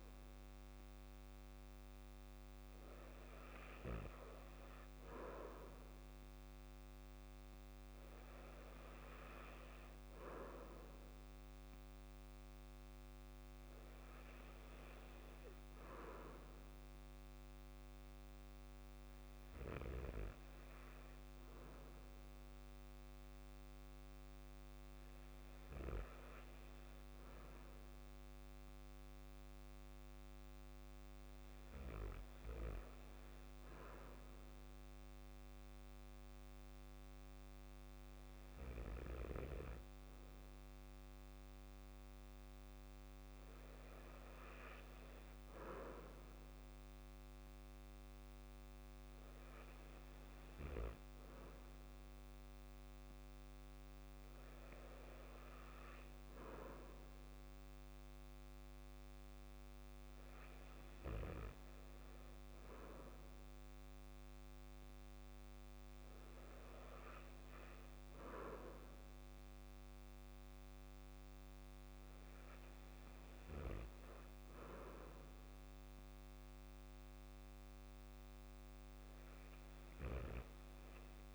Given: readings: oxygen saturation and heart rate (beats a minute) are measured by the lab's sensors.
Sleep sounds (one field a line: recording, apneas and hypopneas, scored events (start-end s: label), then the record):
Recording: breathing in sleep by a microphone on the trachea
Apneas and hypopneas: none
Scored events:
none scored
From the record:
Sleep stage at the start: N2 (light sleep)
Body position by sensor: on the back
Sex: male